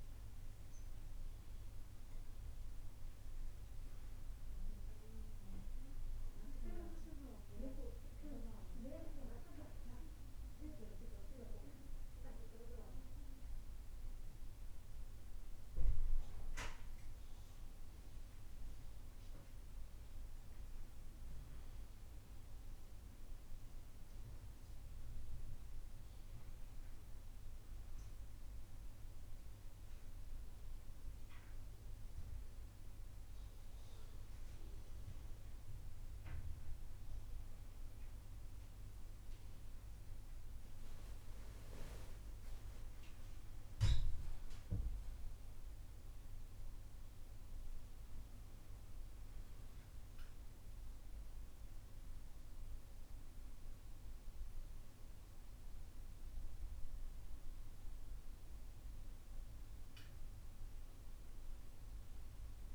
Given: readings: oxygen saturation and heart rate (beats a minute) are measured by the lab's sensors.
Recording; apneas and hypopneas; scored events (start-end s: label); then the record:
a person awake in a sleep study, by a room microphone; none
none scored
From the record:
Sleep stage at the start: awake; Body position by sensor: on the back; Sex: male